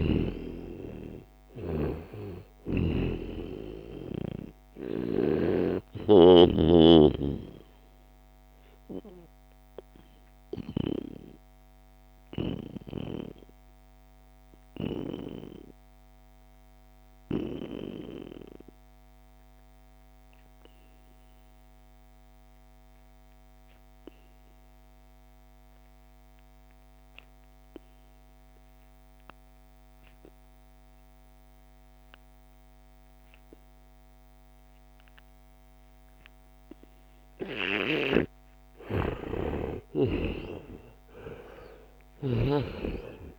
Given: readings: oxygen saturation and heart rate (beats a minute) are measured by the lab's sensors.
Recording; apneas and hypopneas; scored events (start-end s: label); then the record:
breathing in sleep by a microphone on the trachea; 1
0.00-2.50 s: snoring (device-marked)
0.00-15.50 s: oxygen desaturation (device-marked, oxygen 91% lowest, heart rate 63 extreme)
6.00-37.00 s: obstructive apnea (oxygen 96% before, 86% lowest, heart rate 72 before, 63 extreme, up 20 after)
31.50-43.39 s: oxygen desaturation (device-marked, oxygen 95% before, 86% lowest, heart rate 69 before, 64 extreme)
38.50-43.00 s: arousal
From the record:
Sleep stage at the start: N2 (light sleep); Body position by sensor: on the back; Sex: male